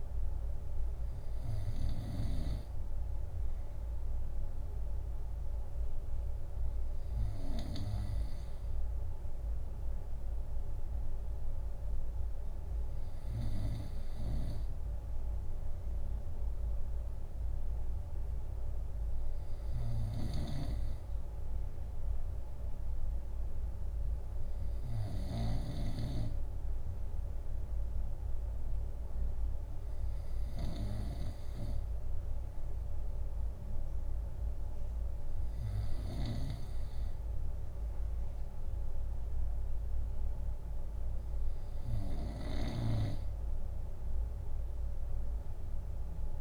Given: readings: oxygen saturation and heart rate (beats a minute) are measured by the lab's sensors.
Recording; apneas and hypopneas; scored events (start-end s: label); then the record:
breathing in sleep by a room microphone; none
1.50-42.50 s: snoring (device-marked)
From the record:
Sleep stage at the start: N2 (light sleep); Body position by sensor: on the right side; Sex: male